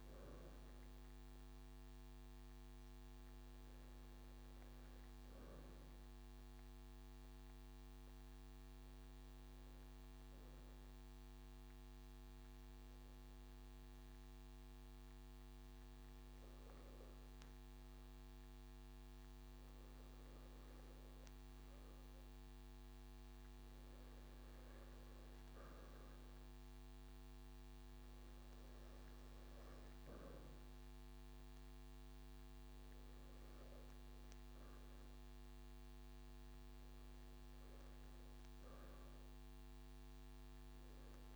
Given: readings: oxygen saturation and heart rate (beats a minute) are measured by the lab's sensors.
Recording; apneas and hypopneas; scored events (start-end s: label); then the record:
breathing in sleep, hard to hear, by a microphone on the trachea; 1
10.00-23.00 s: obstructive apnea (oxygen 98% before, 93% lowest)
25.50-29.00 s: arousal
From the record:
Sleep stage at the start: N2 (light sleep); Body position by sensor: on the right side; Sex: male